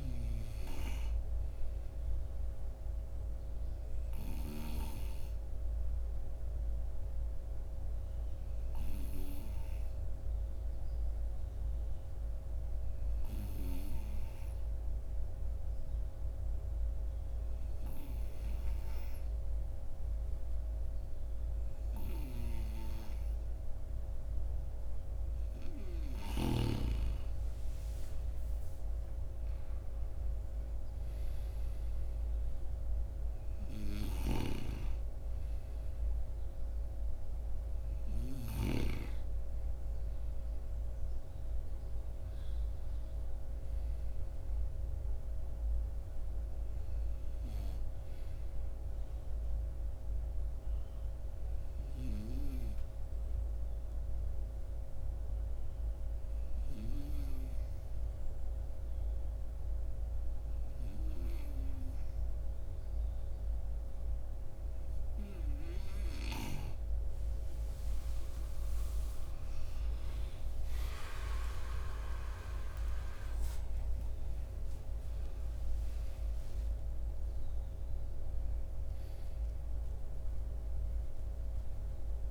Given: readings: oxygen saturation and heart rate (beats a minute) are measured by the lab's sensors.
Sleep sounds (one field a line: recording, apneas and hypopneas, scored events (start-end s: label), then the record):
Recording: breathing in sleep by a room microphone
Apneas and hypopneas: 2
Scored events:
0.00-21.50 s: oxygen desaturation (device-marked, oxygen 92% lowest, heart rate 50 extreme)
3.50-25.50 s: obstructive apnea (oxygen 97% before, 92% lowest, heart rate 58 before, 50 extreme, up 13 after)
27.50-32.00 s: arousal
49.50-65.50 s: obstructive apnea (oxygen 97% before, 93% lowest, heart rate 61 before, 50 extreme, up 13 after)
68.00-74.00 s: arousal
From the record:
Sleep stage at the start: N2 (light sleep)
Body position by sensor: on the right side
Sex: male